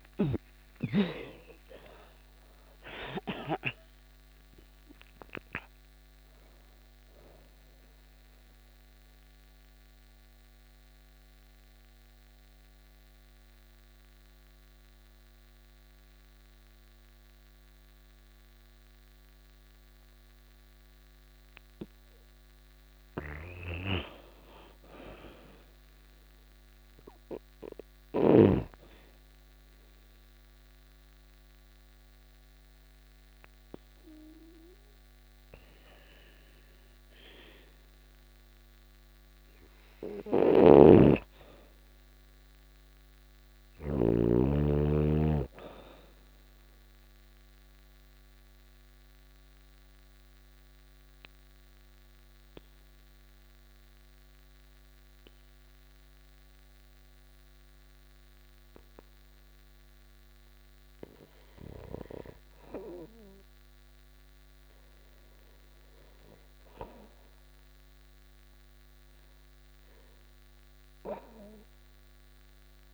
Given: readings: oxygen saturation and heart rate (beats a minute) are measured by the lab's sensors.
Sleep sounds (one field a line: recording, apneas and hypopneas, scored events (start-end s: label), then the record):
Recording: breathing in sleep by a microphone on the trachea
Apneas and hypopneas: 2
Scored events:
0.00-1.00 s: arousal
0.00-18.50 s: oxygen desaturation (device-marked, oxygen 85% lowest, heart rate 84 extreme)
8.00-22.00 s: mixed apnea (oxygen 97% before, 85% lowest, heart rate 87 before, 84 extreme, up 4 after)
23.00-27.00 s: arousal
26.50-40.50 s: oxygen desaturation (device-marked, oxygen 100% before, 92% lowest, heart rate 87 before, 83 extreme)
31.50-72.94 s: new sleep stage, REM sleep
39.50-43.00 s: snoring (device-marked)
42.50-51.50 s: oxygen desaturation (device-marked, oxygen 97% before, 93% lowest, heart rate 87 before, 79 extreme)
46.50-61.50 s: obstructive apnea (oxygen 100% before, 79% lowest, heart rate 87 before, 79 extreme, up 0 after)
61.50-66.00 s: arousal
63.50-72.94 s: oxygen desaturation (device-marked, oxygen 94% before, 86% lowest, heart rate 86 before, 80 extreme)
From the record:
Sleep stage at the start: N2 (light sleep)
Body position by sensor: on the back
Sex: female